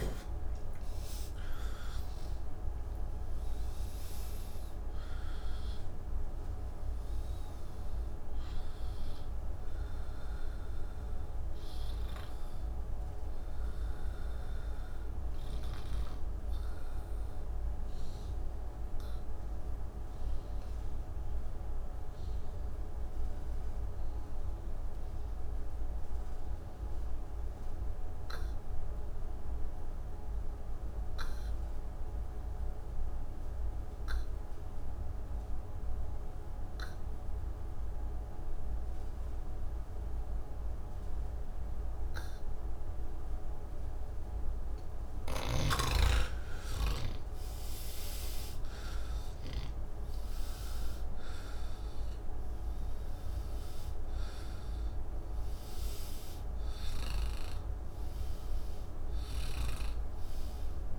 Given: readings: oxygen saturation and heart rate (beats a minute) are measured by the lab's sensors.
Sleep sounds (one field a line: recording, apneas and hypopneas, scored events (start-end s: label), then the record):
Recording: breathing in sleep, hard to hear, by a room microphone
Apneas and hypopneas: 1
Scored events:
0.00-25.50 s: oxygen desaturation (device-marked, oxygen 79% lowest, heart rate 37 extreme)
16.00-44.50 s: obstructive apnea (oxygen 90% before, 79% lowest, heart rate 197 before, 37 extreme)
42.50-60.99 s: oxygen desaturation (device-marked, oxygen 97% before, 81% lowest, heart rate 73 before, 74 extreme)
From the record:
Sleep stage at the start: N2 (light sleep)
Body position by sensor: on the back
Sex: male